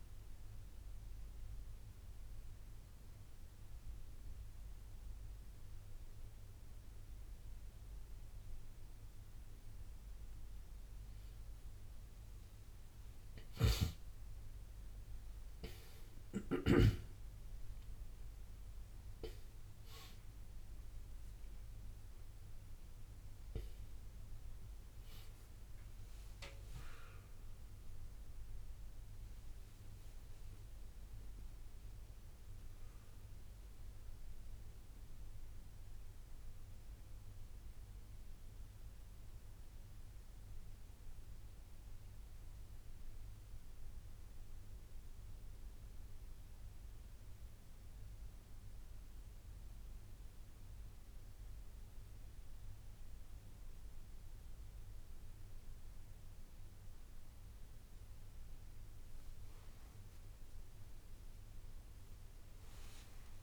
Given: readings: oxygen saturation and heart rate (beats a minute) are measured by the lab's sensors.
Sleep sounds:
a person awake in a sleep study, hard to hear, by a room microphone; none
13.50-63.43 s: new sleep stage, awake
From the record:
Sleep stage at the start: N1 (lightest sleep); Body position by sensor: on the right side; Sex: male

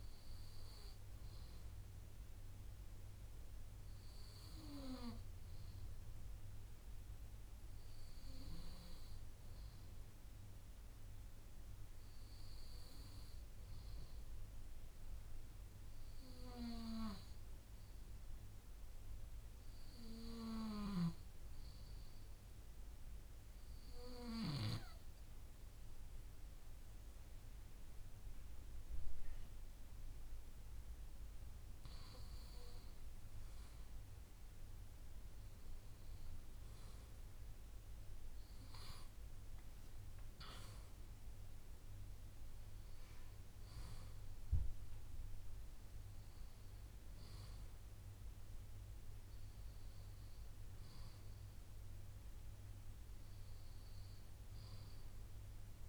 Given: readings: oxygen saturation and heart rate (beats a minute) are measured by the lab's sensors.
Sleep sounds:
breathing in sleep by a room microphone; 1
22.00-32.50 s: obstructive apnea (oxygen 95% before, 93% lowest, heart rate 57 before, 56 extreme, up 12 after)
38.00-42.00 s: arousal
From the record:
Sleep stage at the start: N2 (light sleep); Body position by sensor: on the left side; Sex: male

